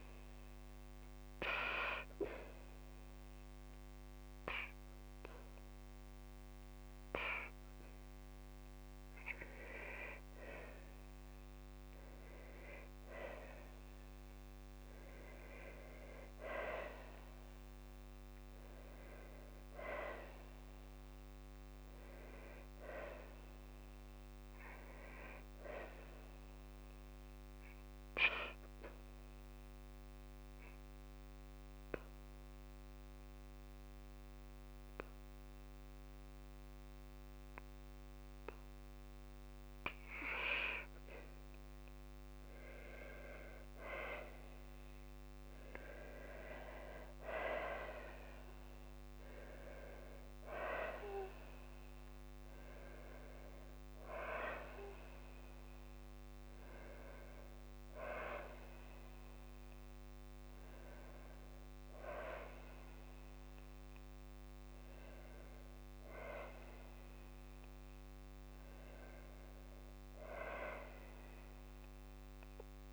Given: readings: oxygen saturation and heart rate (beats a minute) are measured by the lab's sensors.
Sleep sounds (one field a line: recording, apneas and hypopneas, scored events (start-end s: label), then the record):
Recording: breathing in sleep by a microphone on the trachea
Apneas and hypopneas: 1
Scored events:
6.50-8.50 s: long interval between heartbeats (device-marked, heart rate 81 before, 90 extreme)
14.00-18.50 s: arousal
26.50-40.50 s: obstructive apnea (oxygen 95% before, 94% lowest, heart rate 84 before, 77 extreme, up 9 after)
44.50-48.50 s: arousal
From the record:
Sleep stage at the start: N2 (light sleep)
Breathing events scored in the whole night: 247 in 4.4 hours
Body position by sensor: on the back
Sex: female